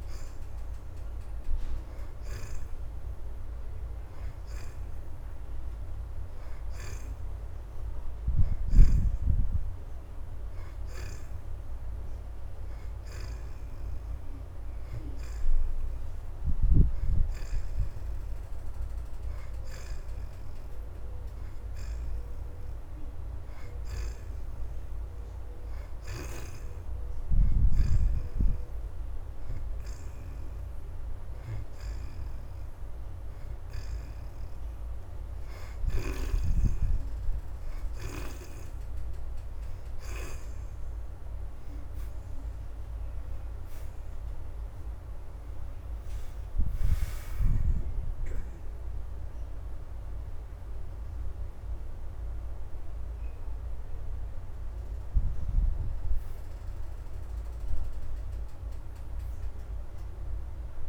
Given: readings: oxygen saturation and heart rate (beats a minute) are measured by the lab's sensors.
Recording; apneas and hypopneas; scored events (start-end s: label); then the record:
breathing in sleep by a room microphone; none
5.00-10.00 s: oxygen desaturation (device-marked, oxygen 73% before, 68% lowest, heart rate 108 before, 109 extreme)
16.00-25.00 s: oxygen desaturation (device-marked, oxygen 70% before, 66% lowest, heart rate 112 before, 111 extreme)
41.50-45.50 s: arousal
From the record:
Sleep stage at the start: N2 (light sleep); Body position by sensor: on the back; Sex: female